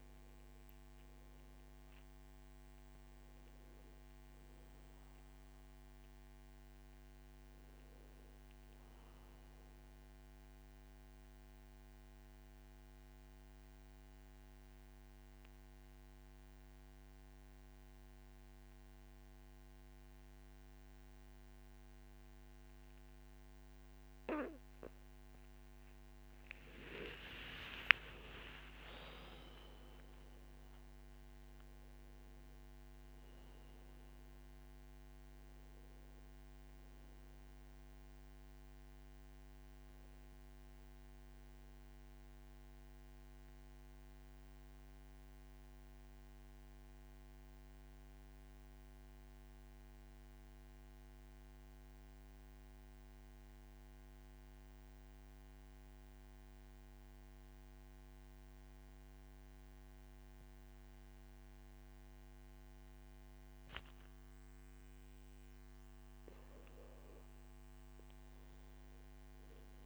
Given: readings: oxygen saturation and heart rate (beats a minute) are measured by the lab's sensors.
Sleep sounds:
breathing in sleep, hard to hear, by a microphone on the trachea; 2
0.00-21.50 s: oxygen desaturation (device-marked, oxygen 91% lowest, heart rate 50 extreme)
10.00-25.00 s: mixed apnea (oxygen 98% before, 91% lowest, heart rate 67 before, 50 extreme, up 12 after)
26.00-29.00 s: arousal
31.50-46.50 s: oxygen desaturation (device-marked, oxygen 99% before, 92% lowest, heart rate 60 before, 50 extreme)
42.50-65.50 s: mixed apnea (oxygen 99% before, 90% lowest, heart rate 60 before, 53 extreme, up 3 after)
67.00-69.86 s: arousal
67.50-69.86 s: new sleep stage, REM sleep
From the record:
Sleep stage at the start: N2 (light sleep); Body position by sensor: on the back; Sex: male

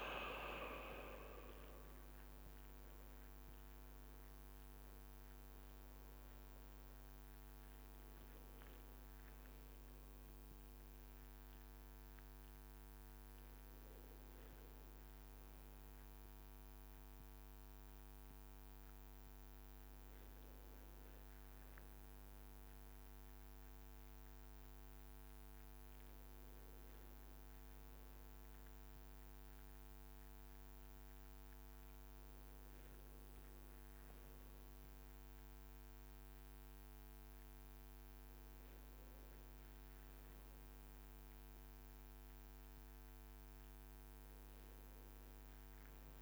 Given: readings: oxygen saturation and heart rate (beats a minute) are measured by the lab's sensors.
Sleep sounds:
a person awake in a sleep study, hard to hear, by a microphone on the trachea; none
0.00-4.00 s: leg movement (device-marked)
10.00-14.00 s: leg movement (device-marked)
22.50-28.50 s: leg movement (device-marked)
36.50-42.50 s: leg movement (device-marked)
From the record:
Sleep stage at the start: awake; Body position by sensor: on the right side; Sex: male

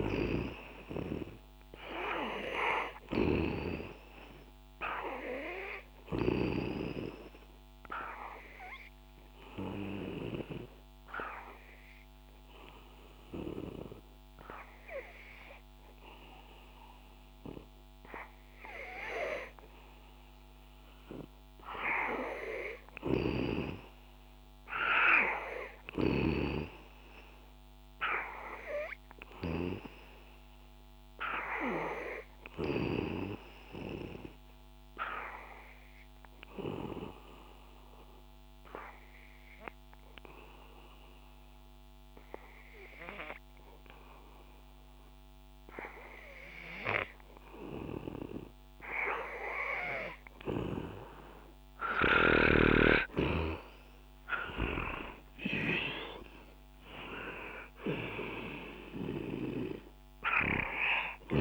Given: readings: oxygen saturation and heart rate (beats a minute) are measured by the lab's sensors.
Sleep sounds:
breathing in sleep by a microphone on the trachea; 2
0.00-1.50 s: arousal
4.50-25.50 s: oxygen desaturation (device-marked, oxygen 95% before, 90% lowest, heart rate 66 before, 64 extreme)
12.50-23.00 s: obstructive apnea (oxygen 98% before, 89% lowest, heart rate 68 before, 64 extreme, up 4 after)
25.00-29.00 s: arousal
33.00-51.00 s: obstructive apnea (oxygen 95% before, 89% lowest, heart rate 68 before, 64 extreme, up 10 after)
34.50-45.50 s: oxygen desaturation (device-marked, oxygen 95% before, 91% lowest, heart rate 67 before, 64 extreme)
52.00-55.00 s: arousal
55.50-61.41 s: oxygen desaturation (device-marked, oxygen 94% before, 89% lowest, heart rate 68 before, 64 extreme)
From the record:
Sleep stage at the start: N2 (light sleep); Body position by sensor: on the back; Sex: male

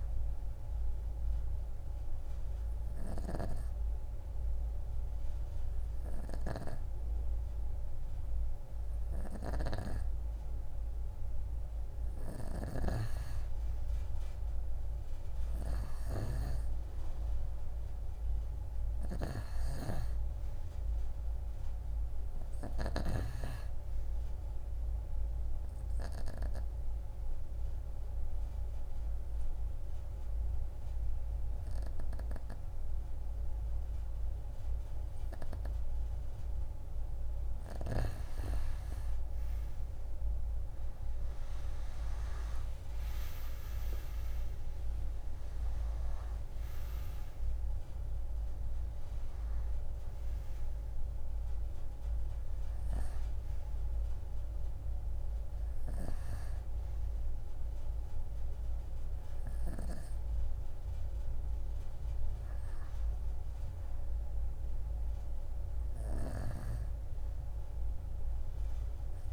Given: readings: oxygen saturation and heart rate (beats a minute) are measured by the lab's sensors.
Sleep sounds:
breathing in sleep by a room microphone; 2
0.00-6.50 s: oxygen desaturation (device-marked, oxygen 88% lowest, heart rate 28 extreme)
2.50-12.50 s: hypopnea (oxygen 94% before, 89% lowest)
3.00-23.00 s: snoring (device-marked)
15.00-19.00 s: arousal
26.00-37.50 s: obstructive apnea (oxygen 98% before, 89% lowest)
38.50-65.50 s: oxygen desaturation (device-marked, oxygen 94% before, 89% lowest, heart rate 53 before, 25 extreme)
41.00-45.00 s: arousal
From the record:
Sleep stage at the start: N2 (light sleep); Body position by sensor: on the right side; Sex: female

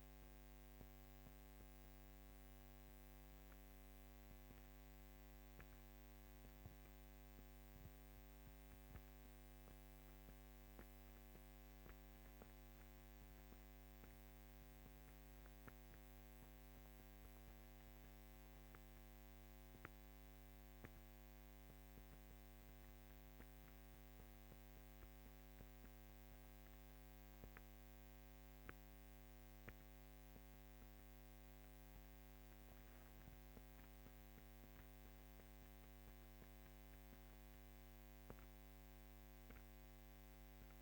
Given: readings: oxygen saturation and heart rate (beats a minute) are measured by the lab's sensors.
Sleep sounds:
breathing in sleep, hard to hear, by a microphone on the trachea; none
none scored
From the record:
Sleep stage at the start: N1 (lightest sleep); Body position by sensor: on the back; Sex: female

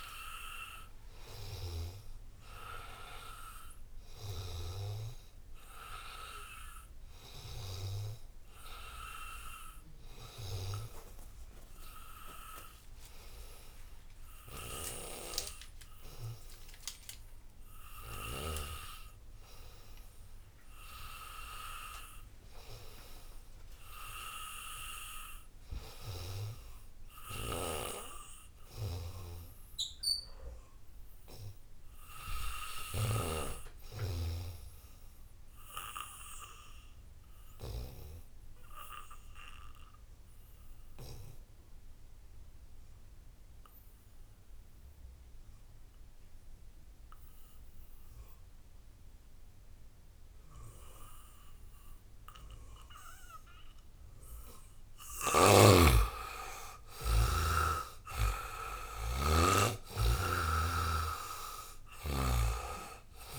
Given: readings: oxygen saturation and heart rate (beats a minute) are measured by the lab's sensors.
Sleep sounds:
breathing in sleep by a room microphone; 1
4.00-16.00 s: oxygen desaturation (device-marked, oxygen 96% before, 91% lowest, heart rate 76 before, 74 extreme)
30.00-33.50 s: arousal
36.00-55.50 s: obstructive apnea (oxygen 93% before, 78% lowest, heart rate 75 before, 73 extreme, up 7 after)
50.00-63.38 s: oxygen desaturation (device-marked, oxygen 92% before, 78% lowest, heart rate 75 before, 73 extreme)
57.00-62.00 s: arousal
59.50-63.38 s: snoring (device-marked)
From the record:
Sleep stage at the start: N2 (light sleep); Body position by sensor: on the back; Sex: male

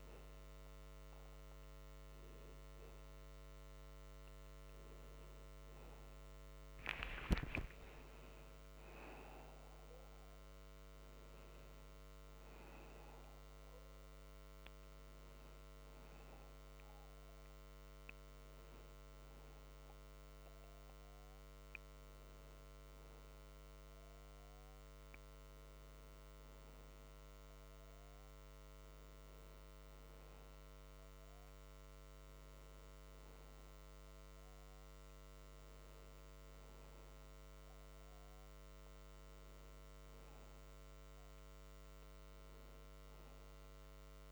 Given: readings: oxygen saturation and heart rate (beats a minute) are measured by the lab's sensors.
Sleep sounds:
breathing in sleep, hard to hear, by a microphone on the trachea; none
6.00-10.50 s: arousal
From the record:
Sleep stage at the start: N1 (lightest sleep); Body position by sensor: on the back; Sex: male

